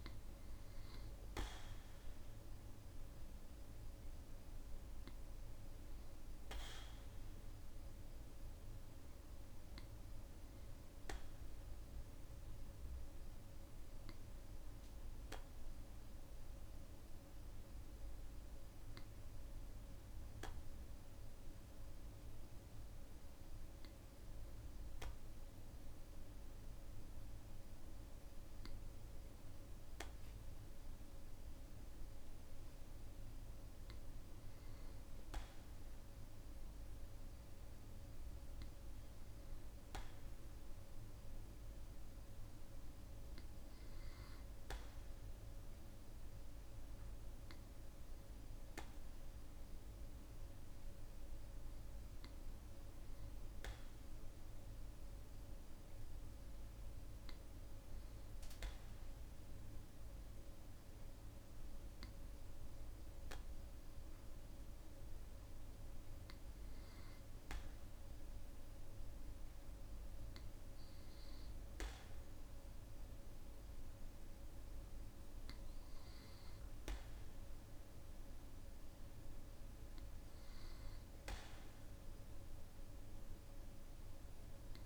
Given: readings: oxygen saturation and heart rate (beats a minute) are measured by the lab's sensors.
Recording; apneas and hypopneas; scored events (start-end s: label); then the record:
breathing in sleep, hard to hear, by a room microphone; 1
0.00-4.50 s: oxygen desaturation (device-marked, oxygen 91% lowest, heart rate 55 extreme)
4.50-7.50 s: arousal
11.00-29.50 s: hypopnea (oxygen 96% before, 95% lowest, heart rate 57 before, 54 extreme, up 1 after)
32.50-36.00 s: arousal
From the record:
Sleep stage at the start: N2 (light sleep); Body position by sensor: on the back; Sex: male